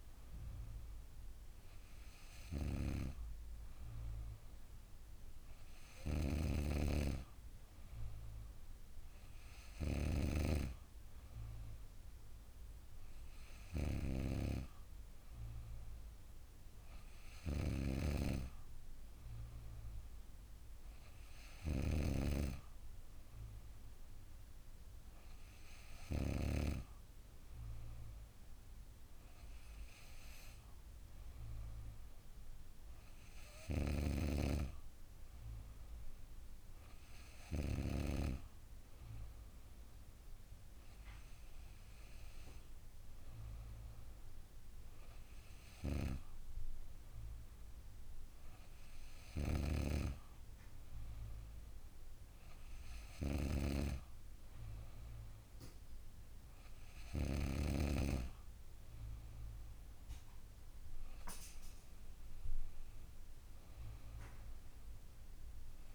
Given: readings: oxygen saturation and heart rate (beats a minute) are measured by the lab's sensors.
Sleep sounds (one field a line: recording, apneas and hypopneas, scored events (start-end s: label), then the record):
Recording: breathing in sleep by a room microphone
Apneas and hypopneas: none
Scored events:
none scored
From the record:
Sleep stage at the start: N2 (light sleep)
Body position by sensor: on the back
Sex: female